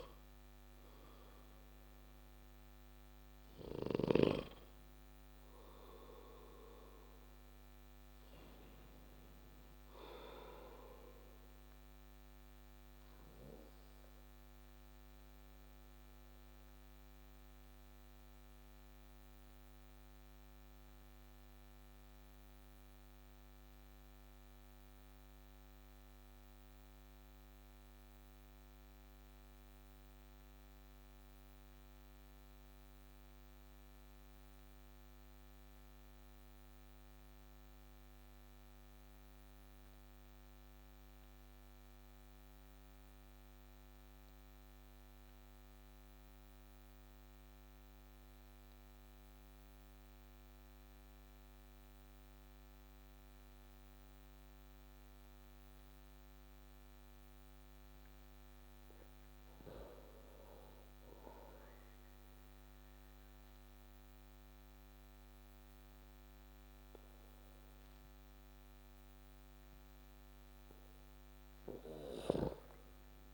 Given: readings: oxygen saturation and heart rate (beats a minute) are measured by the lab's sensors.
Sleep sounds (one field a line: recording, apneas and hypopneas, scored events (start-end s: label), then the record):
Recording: breathing in sleep by a microphone on the trachea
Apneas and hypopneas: 1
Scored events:
12.50-56.00 s: obstructive apnea (oxygen 95% before, 91% lowest)
53.50-70.50 s: oxygen desaturation (device-marked, oxygen 97% before, 94% lowest)
59.00-63.50 s: arousal
From the record:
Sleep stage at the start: N2 (light sleep)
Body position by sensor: on the back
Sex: male